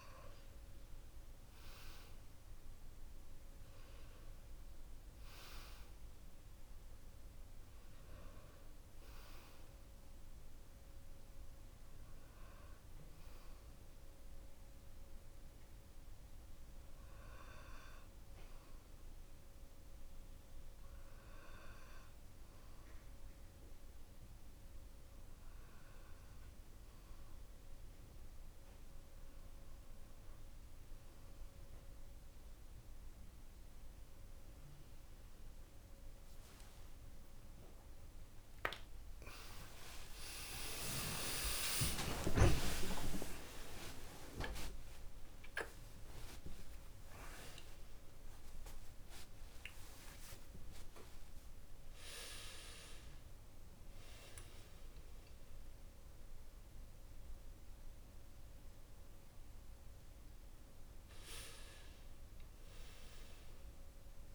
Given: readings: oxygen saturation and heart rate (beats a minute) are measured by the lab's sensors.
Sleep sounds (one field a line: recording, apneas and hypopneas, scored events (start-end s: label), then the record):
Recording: a person partly awake in a sleep study, by a room microphone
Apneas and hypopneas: none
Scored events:
0.00-2.50 s: arousal
39.00-64.35 s: new sleep stage, awake
From the record:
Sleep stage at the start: N2 (light sleep)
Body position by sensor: on the back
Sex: male